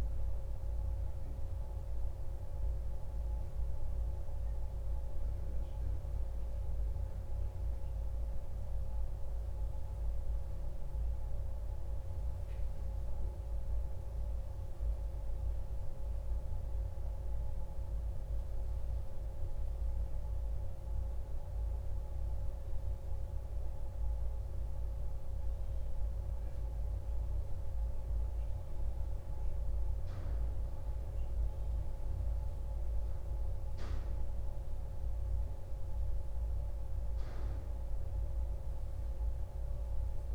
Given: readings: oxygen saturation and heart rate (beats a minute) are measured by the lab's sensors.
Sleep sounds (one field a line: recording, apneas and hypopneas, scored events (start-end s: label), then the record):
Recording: breathing in sleep, hard to hear, by a room microphone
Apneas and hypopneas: none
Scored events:
none scored
From the record:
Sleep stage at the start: N1 (lightest sleep)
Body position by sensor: on the back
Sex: male